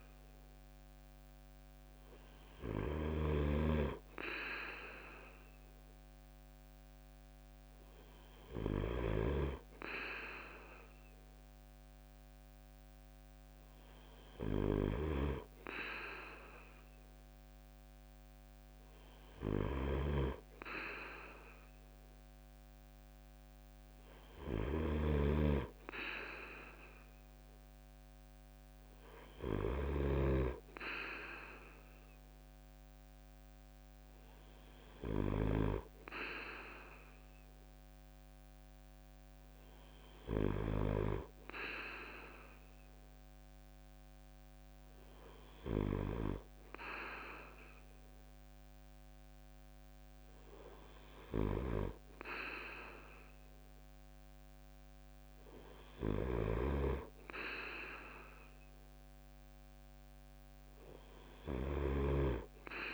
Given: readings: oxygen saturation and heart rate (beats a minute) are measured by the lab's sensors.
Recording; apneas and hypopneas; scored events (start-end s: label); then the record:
breathing in sleep by a microphone on the trachea; none
0.00-2.50 s: snoring (device-marked)
8.50-35.00 s: snoring (device-marked)
55.50-62.94 s: snoring (device-marked)
From the record:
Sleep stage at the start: N2 (light sleep); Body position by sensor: on the right side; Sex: male